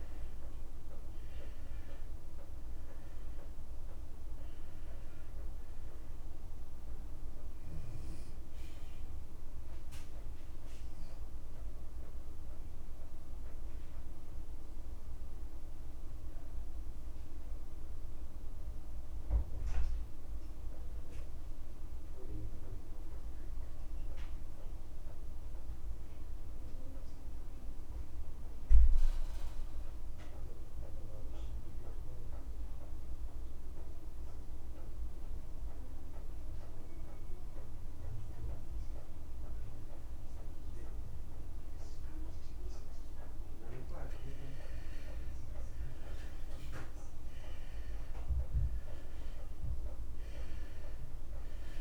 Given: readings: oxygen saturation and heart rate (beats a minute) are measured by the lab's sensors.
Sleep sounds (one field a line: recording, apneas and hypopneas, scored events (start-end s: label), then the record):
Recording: breathing in sleep, hard to hear, by a room microphone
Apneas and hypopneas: 1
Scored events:
0.00-30.50 s: oxygen desaturation (device-marked, oxygen 87% lowest, heart rate 51 extreme)
3.50-5.50 s: long interval between heartbeats (device-marked, heart rate 57 before, 86 extreme)
5.50-7.50 s: long interval between heartbeats (device-marked, heart rate 60 before, 93 extreme)
12.00-44.00 s: mixed apnea (oxygen 97% before, 84% lowest, heart rate 69 before, 51 extreme, up 34 after)
21.50-23.50 s: long interval between heartbeats (device-marked, heart rate 67 before, 60 extreme)
43.50-51.81 s: oxygen desaturation (device-marked, oxygen 97% before, 84% lowest, heart rate 58 before, 50 extreme)
44.00-46.00 s: long interval between heartbeats (device-marked, heart rate 58 before, 62 extreme)
46.00-48.00 s: long interval between heartbeats (device-marked, heart rate 57 before, 82 extreme)
46.00-49.50 s: arousal
From the record:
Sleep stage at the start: N2 (light sleep)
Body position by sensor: on the back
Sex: male